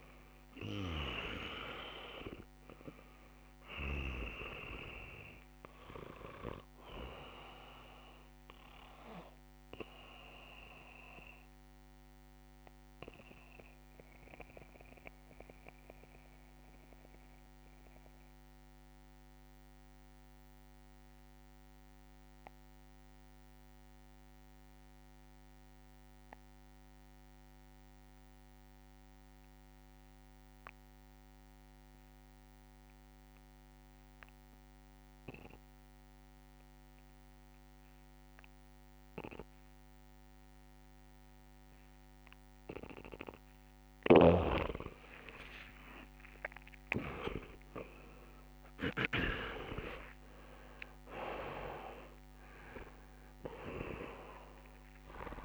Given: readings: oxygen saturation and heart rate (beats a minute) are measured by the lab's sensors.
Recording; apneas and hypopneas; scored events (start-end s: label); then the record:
breathing in sleep by a microphone on the trachea; 1
0.00-4.00 s: snoring (device-marked)
0.00-22.00 s: oxygen desaturation (device-marked, oxygen 82% lowest)
8.00-43.00 s: mixed apnea (oxygen 99% before, 82% lowest)
37.00-55.45 s: oxygen desaturation (device-marked, oxygen 99% before, 83% lowest)
43.50-49.00 s: snoring (device-marked)
45.50-50.50 s: arousal
From the record:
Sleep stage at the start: N2 (light sleep); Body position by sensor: on the back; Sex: male